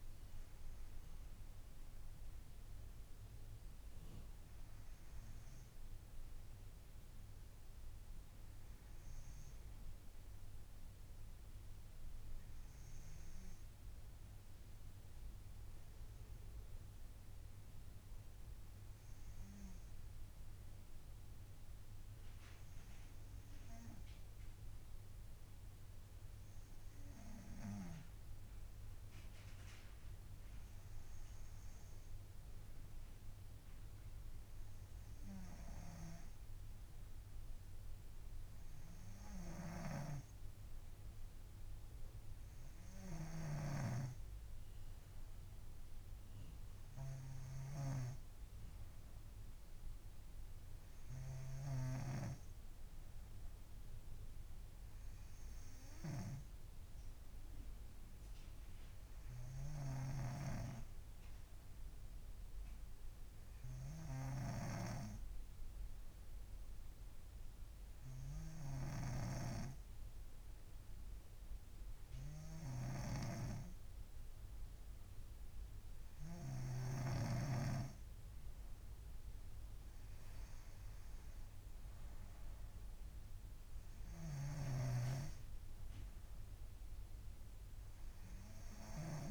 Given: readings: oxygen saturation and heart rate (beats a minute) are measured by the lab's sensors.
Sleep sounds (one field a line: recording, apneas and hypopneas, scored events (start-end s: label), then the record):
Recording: breathing in sleep by a room microphone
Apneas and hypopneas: 1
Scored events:
0.00-1.00 s: arousal
13.50-29.50 s: hypopnea (oxygen 97% before, 94% lowest, heart rate 70 before, 69 extreme, up 4 after)
31.50-35.00 s: arousal
40.00-52.50 s: snoring (device-marked)
60.50-77.50 s: snoring (device-marked)
From the record:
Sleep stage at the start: N2 (light sleep)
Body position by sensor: on the right side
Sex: female